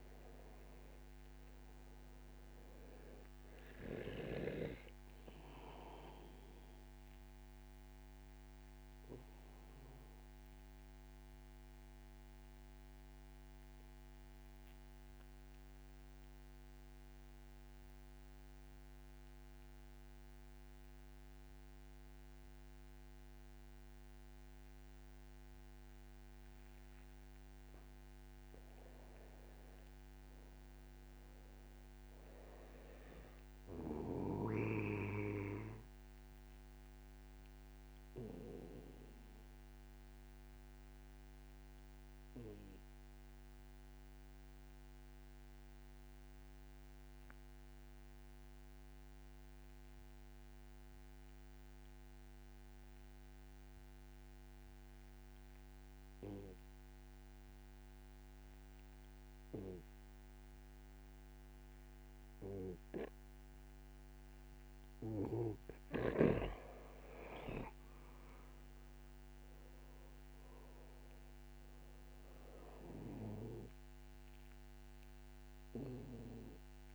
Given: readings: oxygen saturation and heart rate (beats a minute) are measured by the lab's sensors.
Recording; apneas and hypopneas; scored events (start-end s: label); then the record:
breathing in sleep by a microphone on the trachea; 2
0.00-22.50 s: oxygen desaturation (device-marked, oxygen 88% lowest, heart rate 28 extreme)
0.50-4.50 s: arousal
10.00-27.50 s: obstructive apnea (oxygen 97% before, 88% lowest, heart rate 61 before, 28 extreme, up 6 after)
30.00-33.00 s: arousal
32.50-51.50 s: oxygen desaturation (device-marked, oxygen 97% before, 92% lowest, heart rate 63 before, 28 extreme)
40.00-65.00 s: obstructive apnea (oxygen 97% before, 88% lowest, heart rate 59 before, 50 extreme, up 4 after)
64.50-76.95 s: oxygen desaturation (device-marked, oxygen 97% before, 88% lowest, heart rate 62 before, 50 extreme)
69.00-72.50 s: arousal
From the record:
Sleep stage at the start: N2 (light sleep); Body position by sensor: on the back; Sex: male